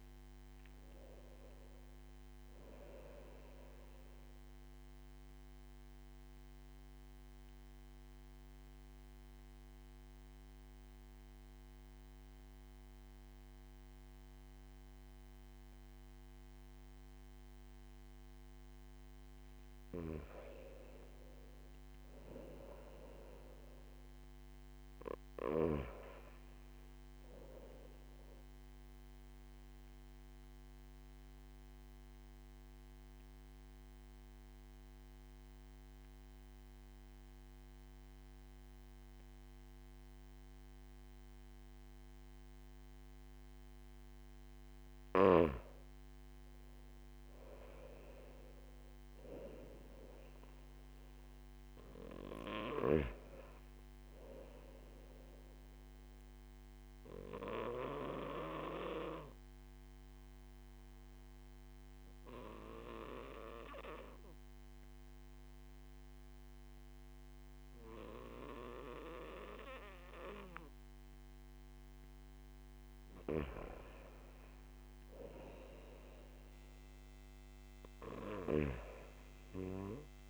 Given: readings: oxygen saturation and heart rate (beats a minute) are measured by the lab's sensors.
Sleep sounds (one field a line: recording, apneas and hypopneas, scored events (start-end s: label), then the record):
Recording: breathing in sleep by a microphone on the trachea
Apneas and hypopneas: 3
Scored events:
4.50-19.50 s: obstructive apnea (oxygen 97% before, 94% lowest)
21.00-24.50 s: arousal
30.00-44.50 s: obstructive apnea (oxygen 97% before, 94% lowest)
46.50-49.50 s: arousal
58.50-72.00 s: obstructive apnea (oxygen 97% before, 94% lowest)
74.50-78.50 s: arousal
From the record:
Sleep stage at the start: N2 (light sleep)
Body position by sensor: on the back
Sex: male